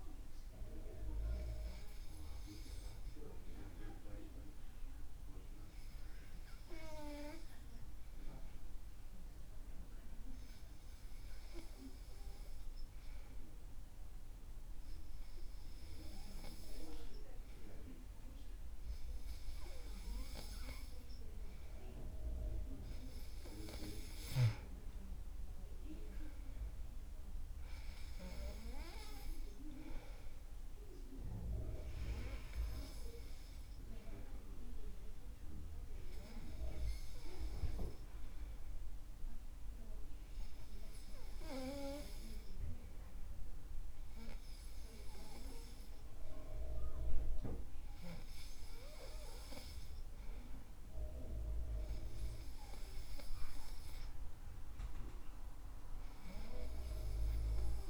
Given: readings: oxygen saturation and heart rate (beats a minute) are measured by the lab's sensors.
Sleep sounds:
breathing in sleep by a room microphone; 2
2.00-20.00 s: obstructive apnea (oxygen 98% before, 94% lowest, heart rate 71 before, 62 extreme, up 6 after)
22.00-26.00 s: arousal
32.00-53.00 s: hypopnea (oxygen 97% before, 94% lowest, heart rate 70 before, 65 extreme, up 5 after)
55.50-57.90 s: arousal
From the record:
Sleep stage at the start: N2 (light sleep); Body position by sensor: on the back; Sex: male

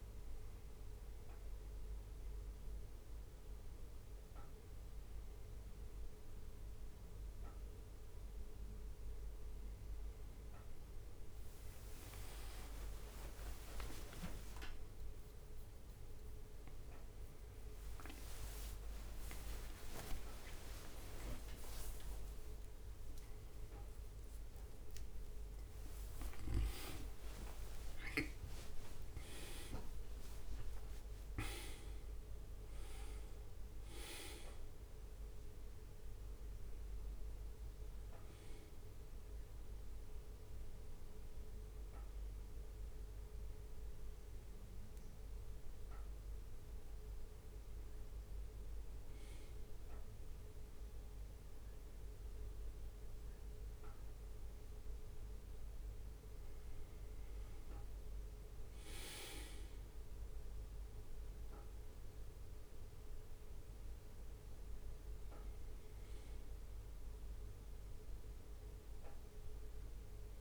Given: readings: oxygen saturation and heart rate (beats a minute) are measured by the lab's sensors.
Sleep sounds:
breathing in sleep by a room microphone; none
11.00-12.00 s: leg movement (device-marked)
12.00-17.00 s: arousal
17.50-25.50 s: tachycardia (device-marked, heart rate 65 before, 144 extreme)
18.50-20.50 s: long interval between heartbeats (device-marked, heart rate 65 before, 80 extreme)
21.00-23.00 s: long interval between heartbeats (device-marked, heart rate 67 before, 109 extreme)
23.50-25.50 s: long interval between heartbeats (device-marked, heart rate 76 before, 143 extreme)
26.50-31.00 s: leg movement (device-marked)
From the record:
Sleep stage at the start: N1 (lightest sleep); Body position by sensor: on the back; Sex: male

